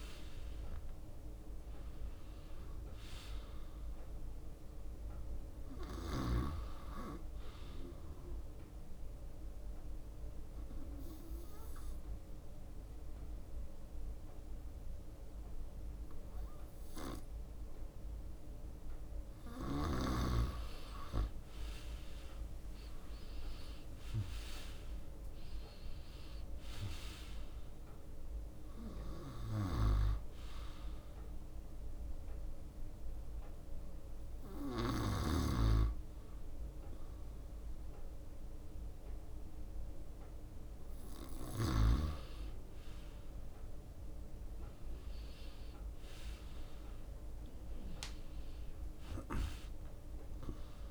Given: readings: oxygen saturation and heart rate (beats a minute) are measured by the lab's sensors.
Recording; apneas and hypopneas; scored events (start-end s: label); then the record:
breathing in sleep by a room microphone; 2
0.00-2.50 s: arousal
0.00-3.50 s: leg movement (device-marked)
8.50-19.00 s: obstructive apnea (oxygen 95% before, 92% lowest, heart rate 67 before, 63 extreme, up 5 after)
14.50-23.50 s: drop in pulse transit time (device-marked, heart rate 67 before, 64 extreme)
20.50-30.50 s: leg movement (device-marked)
22.50-26.00 s: arousal
28.50-40.50 s: oxygen desaturation (device-marked, oxygen 96% before, 92% lowest, heart rate 66 before, 63 extreme)
31.50-41.50 s: hypopnea (oxygen 96% before, 92% lowest, heart rate 66 before, 63 extreme, up 7 after)
41.50-50.91 s: drop in pulse transit time (device-marked, heart rate 66 before, 63 extreme)
43.00-49.50 s: leg movement (device-marked)
44.00-48.00 s: arousal
From the record:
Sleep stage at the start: N2 (light sleep); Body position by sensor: on the right side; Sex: male